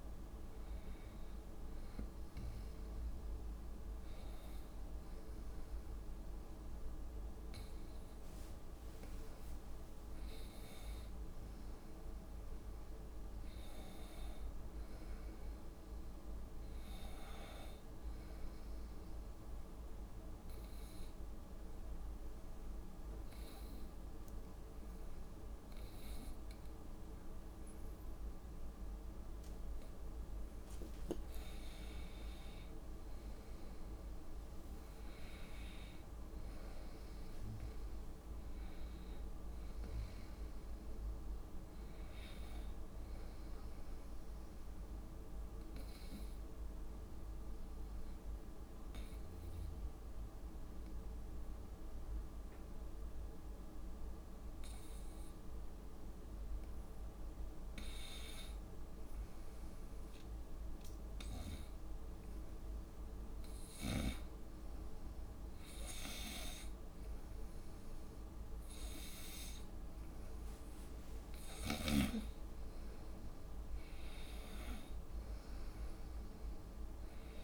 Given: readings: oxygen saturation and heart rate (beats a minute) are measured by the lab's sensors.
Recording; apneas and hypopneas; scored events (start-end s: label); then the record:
a person partly awake in a sleep study, hard to hear, by a room microphone; 2
0.00-10.50 s: oxygen desaturation (device-marked, oxygen 92% lowest, heart rate 67 extreme)
4.50-34.50 s: new sleep stage, N1 (lightest sleep)
7.50-12.50 s: tachycardia (device-marked, heart rate 74 before, 109 extreme)
8.50-10.50 s: long interval between heartbeats (device-marked, heart rate 71 before, 80 extreme)
19.50-31.00 s: obstructive apnea (oxygen 97% before, 87% lowest, heart rate 82 before, 58 extreme, up 29 after)
28.00-30.00 s: long interval between heartbeats (device-marked, heart rate 81 before, 77 extreme)
30.00-32.00 s: long interval between heartbeats (device-marked, heart rate 82 before, 83 extreme)
34.50-77.44 s: new sleep stage, N2 (light sleep)
35.00-39.50 s: arousal
37.50-53.50 s: oxygen desaturation (device-marked, oxygen 94% before, 87% lowest, heart rate 77 before, 58 extreme)
38.50-56.50 s: drop in pulse transit time (device-marked, heart rate 77 before, 58 extreme)
46.00-63.00 s: obstructive apnea (oxygen 96% before, 87% lowest, heart rate 77 before, 61 extreme, up 3 after)
65.00-70.00 s: arousal
65.50-77.44 s: oxygen desaturation (device-marked, oxygen 97% before, 89% lowest, heart rate 62 before, 64 extreme)
From the record:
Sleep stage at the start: awake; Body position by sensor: on the front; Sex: female